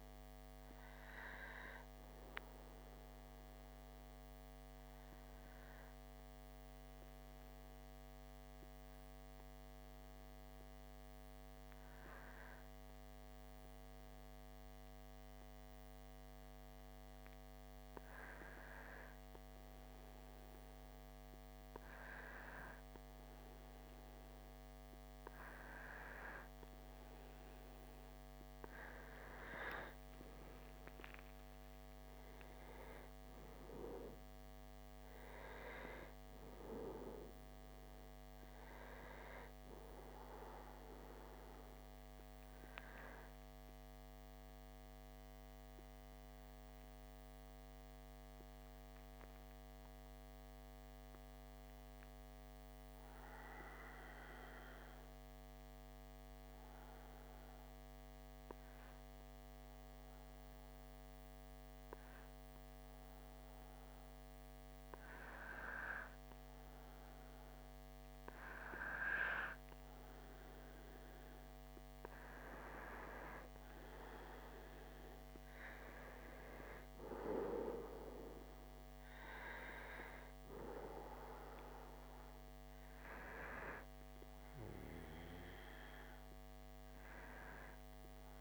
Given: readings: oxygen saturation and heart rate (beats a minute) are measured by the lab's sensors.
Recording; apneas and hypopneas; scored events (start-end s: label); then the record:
breathing in sleep by a microphone on the trachea; 2
2.00-26.00 s: obstructive apnea (oxygen 94% before, 93% lowest)
29.00-32.50 s: arousal
42.50-69.00 s: obstructive apnea (oxygen 96% before, 93% lowest)
72.00-75.50 s: arousal
From the record:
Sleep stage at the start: N2 (light sleep); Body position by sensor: on the back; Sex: male